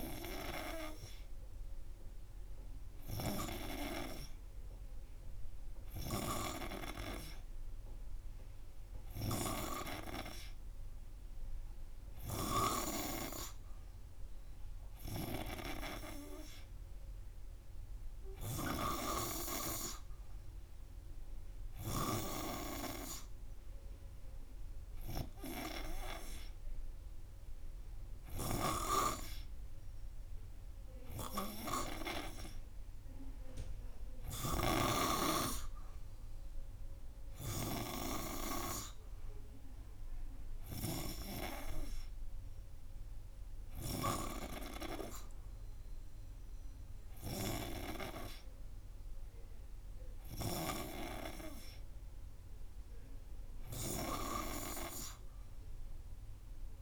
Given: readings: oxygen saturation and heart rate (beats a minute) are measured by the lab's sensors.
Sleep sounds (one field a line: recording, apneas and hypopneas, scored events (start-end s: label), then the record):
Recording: breathing in sleep by a room microphone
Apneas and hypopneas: none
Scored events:
none scored
From the record:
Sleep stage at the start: N3 (deep sleep)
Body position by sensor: on the front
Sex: male